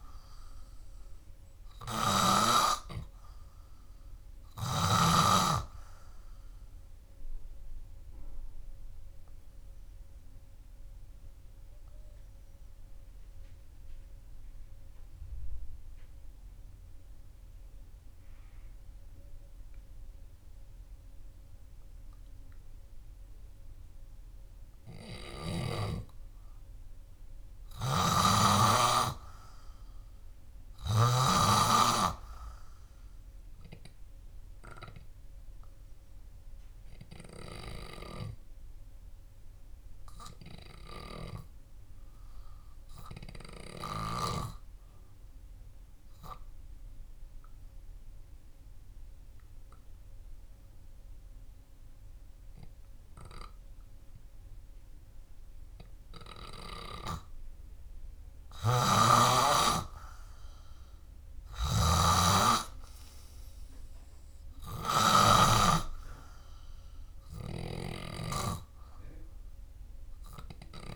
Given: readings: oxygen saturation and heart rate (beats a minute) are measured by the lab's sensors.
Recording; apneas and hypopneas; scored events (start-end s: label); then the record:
breathing in sleep by a room microphone; 2
0.00-1.00 s: oxygen desaturation (device-marked, oxygen 93% lowest, heart rate 64 extreme)
0.00-6.00 s: snoring (device-marked)
2.00-5.50 s: arousal
11.00-25.50 s: obstructive apnea (oxygen 99% before, 91% lowest, heart rate 67 before, 60 extreme, up 1 after)
24.00-45.00 s: oxygen desaturation (device-marked, oxygen 98% before, 93% lowest, heart rate 65 before, 60 extreme)
27.50-30.50 s: arousal
28.50-32.00 s: snoring (device-marked)
47.00-58.00 s: obstructive apnea (oxygen 98% before, 91% lowest, heart rate 67 before, 63 extreme, up 4 after)
59.00-70.96 s: oxygen desaturation (device-marked, oxygen 96% before, 91% lowest, heart rate 67 before, 62 extreme)
65.00-69.00 s: arousal
From the record:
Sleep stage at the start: N2 (light sleep); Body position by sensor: on the back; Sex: male